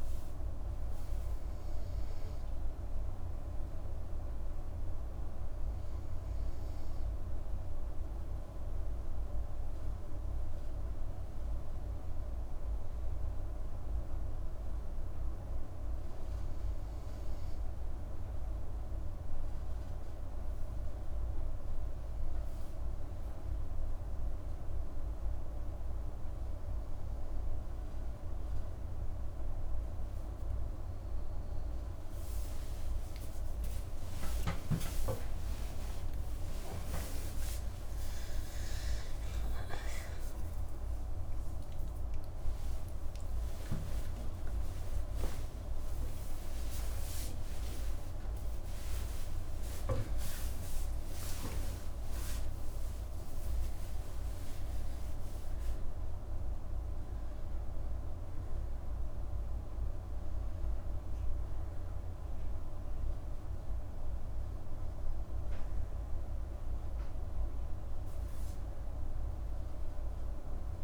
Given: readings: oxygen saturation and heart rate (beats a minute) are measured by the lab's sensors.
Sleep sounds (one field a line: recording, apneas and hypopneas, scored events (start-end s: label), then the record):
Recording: a person partly awake in a sleep study, hard to hear, by a room microphone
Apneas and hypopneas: none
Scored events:
41.00-70.84 s: new sleep stage, awake
From the record:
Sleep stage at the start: N2 (light sleep)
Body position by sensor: on the right side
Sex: female